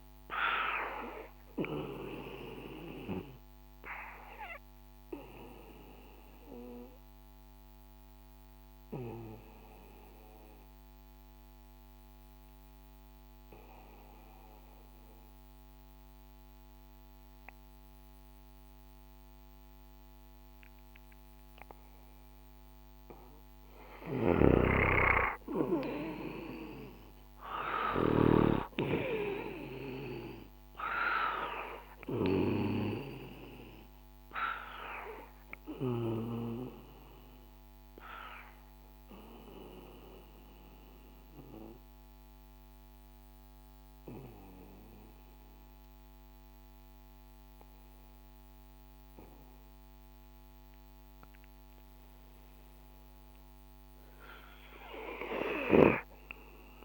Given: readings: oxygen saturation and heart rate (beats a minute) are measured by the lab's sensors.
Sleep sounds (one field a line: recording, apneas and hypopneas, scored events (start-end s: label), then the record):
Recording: breathing in sleep by a microphone on the trachea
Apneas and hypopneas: 2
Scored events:
0.00-19.00 s: oxygen desaturation (device-marked, oxygen 93% lowest, heart rate 59 extreme)
3.50-22.00 s: obstructive apnea (oxygen 98% before, 91% lowest, heart rate 66 before, 58 extreme, up 4 after)
23.50-28.00 s: snoring (device-marked)
25.00-29.00 s: arousal
34.00-52.50 s: obstructive apnea (oxygen 97% before, 91% lowest, heart rate 65 before, 58 extreme, up 12 after)
34.00-53.00 s: oxygen desaturation (device-marked, oxygen 96% before, 91% lowest, heart rate 65 before, 58 extreme)
From the record:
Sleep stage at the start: N2 (light sleep)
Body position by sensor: on the back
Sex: male